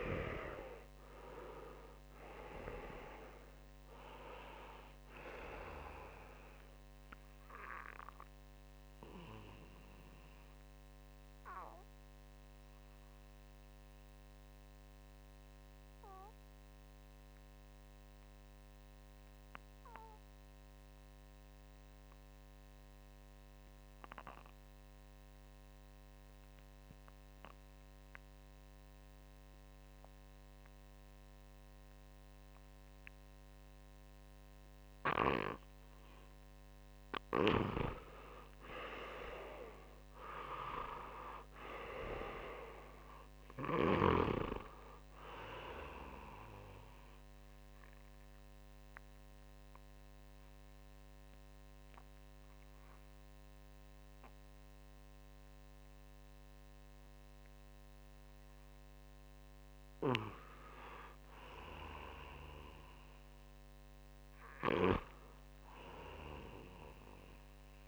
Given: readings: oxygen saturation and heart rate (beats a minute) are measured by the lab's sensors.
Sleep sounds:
breathing in sleep by a microphone on the trachea; 2
0.00-1.00 s: arousal
0.00-24.00 s: oxygen desaturation (device-marked, oxygen 86% lowest, heart rate 60 extreme)
7.50-36.50 s: mixed apnea (oxygen 98% before, 86% lowest, heart rate 64 before, 61 extreme, up 6 after)
38.00-61.00 s: oxygen desaturation (device-marked, oxygen 98% before, 90% lowest, heart rate 66 before, 62 extreme)
38.50-41.50 s: arousal
46.00-57.00 s: obstructive apnea (oxygen 99% before, 90% lowest, heart rate 68 before, 62 extreme, up 6 after)
60.00-63.50 s: arousal
From the record:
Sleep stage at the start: REM sleep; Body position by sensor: on the back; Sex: male

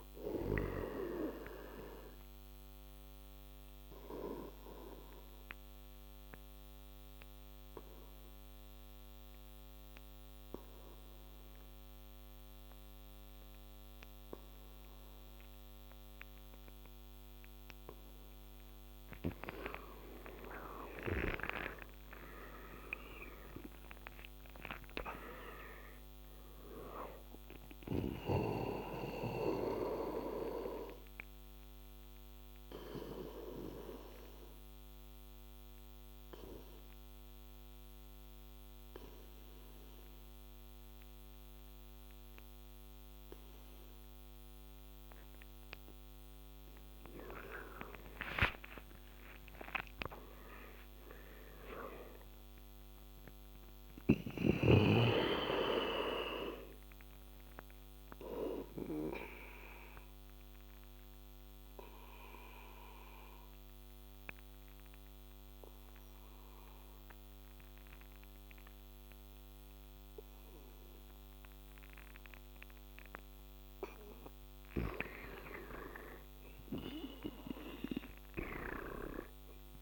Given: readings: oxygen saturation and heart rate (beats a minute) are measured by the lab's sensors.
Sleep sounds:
breathing in sleep by a microphone on the trachea; 3
0.00-13.50 s: oxygen desaturation (device-marked, oxygen 91% lowest, heart rate 69 extreme)
2.50-18.00 s: obstructive apnea (oxygen 98% before, 88% lowest, heart rate 81 before, 69 extreme, up 15 after)
19.50-24.50 s: arousal
26.50-38.50 s: oxygen desaturation (device-marked, oxygen 99% before, 88% lowest, heart rate 74 before, 69 extreme)
30.50-45.50 s: obstructive apnea (oxygen 99% before, 85% lowest, heart rate 77 before, 69 extreme, up 15 after)
47.50-52.00 s: arousal
58.50-72.00 s: obstructive apnea (oxygen 100% before, 85% lowest, heart rate 78 before, 74 extreme, up 6 after)
75.00-78.00 s: arousal
77.50-79.82 s: oxygen desaturation (device-marked, oxygen 99% before, 85% lowest, heart rate 77 before, 72 extreme)
From the record:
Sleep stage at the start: N2 (light sleep); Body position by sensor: on the back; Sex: male

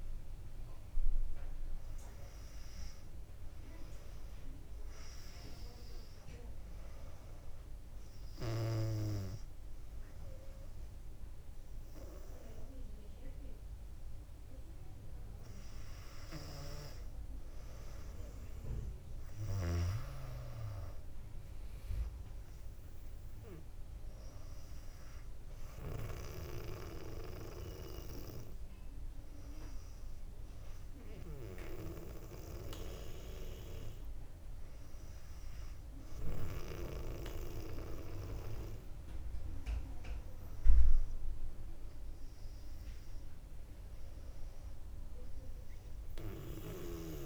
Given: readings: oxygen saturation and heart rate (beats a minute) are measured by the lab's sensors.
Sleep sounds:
breathing in sleep by a room microphone; 1
7.00-17.00 s: obstructive apnea (oxygen 97% before, 96% lowest, heart rate 66 before, 57 extreme, up 4 after)
17.50-21.00 s: arousal
From the record:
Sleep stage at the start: N2 (light sleep); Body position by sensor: on the back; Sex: female

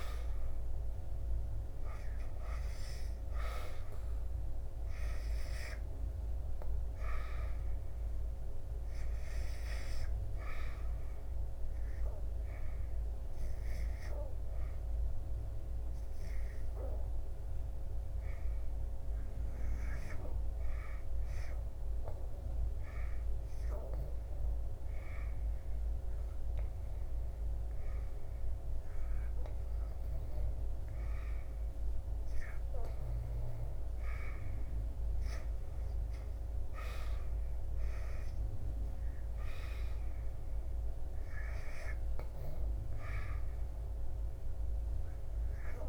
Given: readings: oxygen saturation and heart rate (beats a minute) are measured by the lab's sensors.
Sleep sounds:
breathing in sleep by a room microphone; 1
11.50-33.00 s: hypopnea (oxygen 97% before, 93% lowest, heart rate 80 before, 72 extreme, up 7 after)
35.00-38.00 s: arousal
41.00-45.89 s: oxygen desaturation (device-marked, oxygen 99% before, 93% lowest, heart rate 76 before, 76 extreme)
From the record:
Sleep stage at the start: REM sleep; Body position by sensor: on the back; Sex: male

